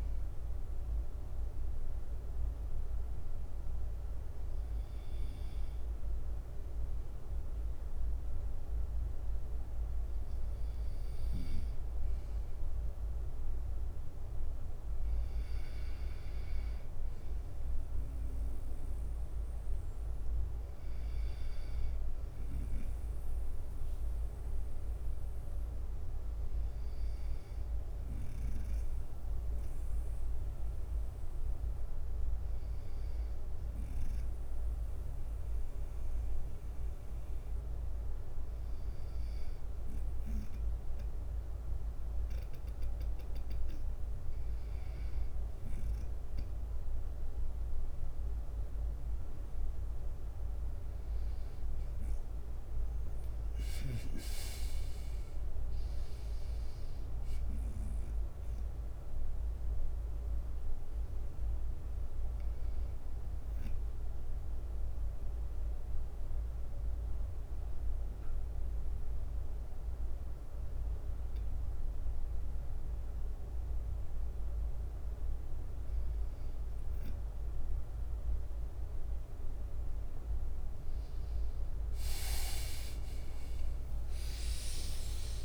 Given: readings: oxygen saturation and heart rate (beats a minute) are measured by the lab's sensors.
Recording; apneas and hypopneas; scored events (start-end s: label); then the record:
breathing in sleep, hard to hear, by a room microphone; 2
0.00-82.00 s: bradycardia (device-marked, heart rate 51 extreme)
1.50-11.50 s: hypopnea (oxygen 97% before, 95% lowest, heart rate 65 before, 51 extreme, up 3 after)
14.50-17.50 s: arousal
44.00-59.00 s: drop in pulse transit time (device-marked, heart rate 52 before, 54 extreme)
53.00-57.00 s: arousal
62.50-75.00 s: mixed apnea (oxygen 96% before, 91% lowest, heart rate 55 before, 54 extreme, up 5 after)
82.00-84.50 s: leg movement (device-marked)
83.00-85.45 s: arousal
From the record:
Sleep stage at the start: N2 (light sleep); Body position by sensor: on the right side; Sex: male